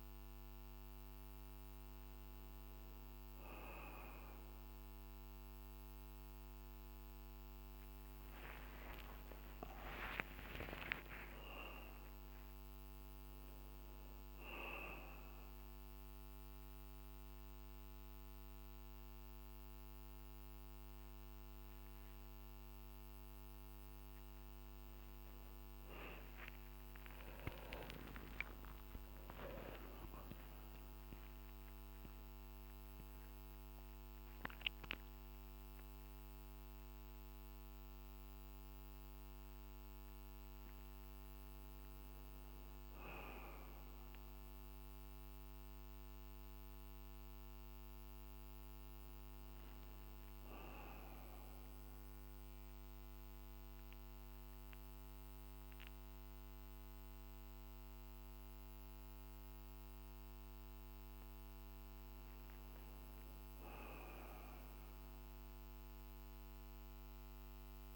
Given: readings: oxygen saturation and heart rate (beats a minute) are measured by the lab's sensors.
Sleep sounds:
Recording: a person awake in a sleep study, by a microphone on the trachea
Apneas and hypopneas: none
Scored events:
36.00-67.96 s: new sleep stage, N1 (lightest sleep)
From the record:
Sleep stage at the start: awake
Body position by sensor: on the back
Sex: male

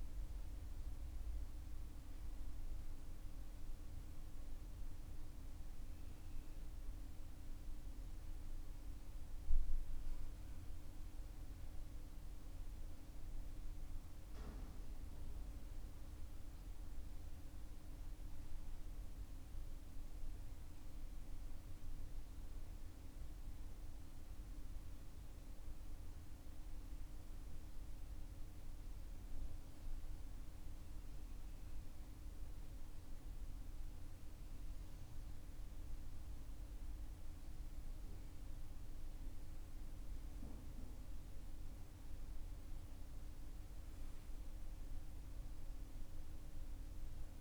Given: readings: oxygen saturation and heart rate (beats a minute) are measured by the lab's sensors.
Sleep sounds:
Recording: a person partly awake in a sleep study, hard to hear, by a room microphone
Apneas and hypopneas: none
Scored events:
8.50-47.41 s: new sleep stage, N1 (lightest sleep)
From the record:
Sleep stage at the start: awake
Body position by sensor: on the back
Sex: male

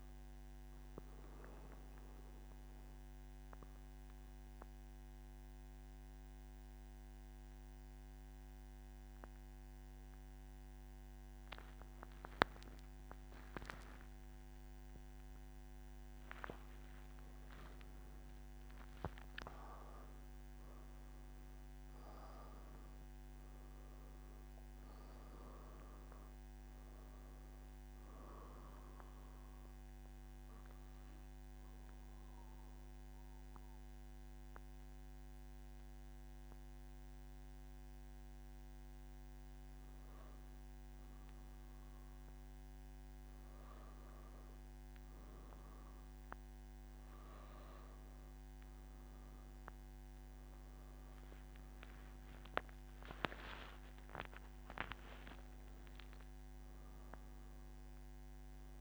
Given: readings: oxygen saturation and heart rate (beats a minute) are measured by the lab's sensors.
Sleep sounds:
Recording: breathing in sleep by a microphone on the trachea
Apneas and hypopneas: 2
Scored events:
1.50-16.00 s: mixed apnea (oxygen 96% before, 92% lowest, heart rate 122 before, 119 extreme, up 28 after)
29.00-40.50 s: obstructive apnea (oxygen 95% before, 93% lowest, heart rate 138 before, 118 extreme, up 9 after)
35.00-42.00 s: oxygen desaturation (device-marked, oxygen 96% before, 93% lowest, heart rate 135 before, 118 extreme)
From the record:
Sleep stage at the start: N2 (light sleep)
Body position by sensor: on the back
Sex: male

